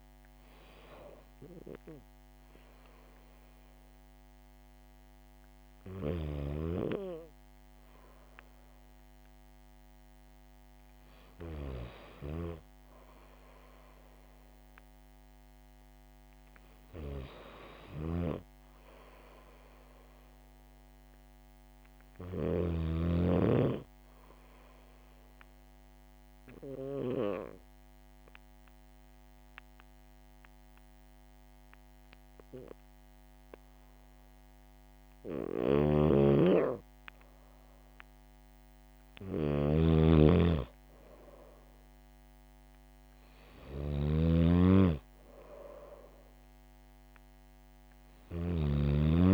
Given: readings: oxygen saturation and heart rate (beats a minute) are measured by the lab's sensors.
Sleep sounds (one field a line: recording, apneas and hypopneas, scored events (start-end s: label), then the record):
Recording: breathing in sleep by a microphone on the trachea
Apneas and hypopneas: 1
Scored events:
25.50-37.50 s: hypopnea (oxygen 98% before, 96% lowest, heart rate 67 before, 65 extreme, up 2 after)
35.50-49.33 s: snoring (device-marked)
40.50-44.00 s: arousal
From the record:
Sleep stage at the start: N2 (light sleep)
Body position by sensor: on the back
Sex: female